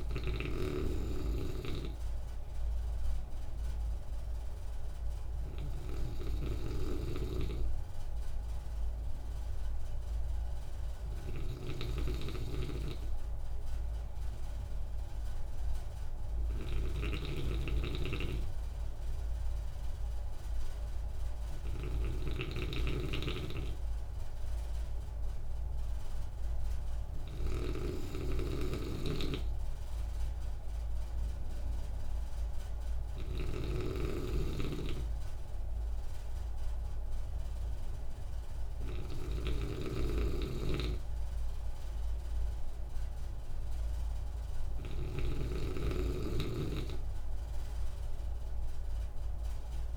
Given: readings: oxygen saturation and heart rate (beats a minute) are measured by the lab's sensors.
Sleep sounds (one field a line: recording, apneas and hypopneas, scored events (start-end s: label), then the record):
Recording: breathing in sleep by a room microphone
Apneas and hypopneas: none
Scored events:
0.00-49.97 s: snoring (device-marked)
From the record:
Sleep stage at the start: N2 (light sleep)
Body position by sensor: on the right side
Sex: male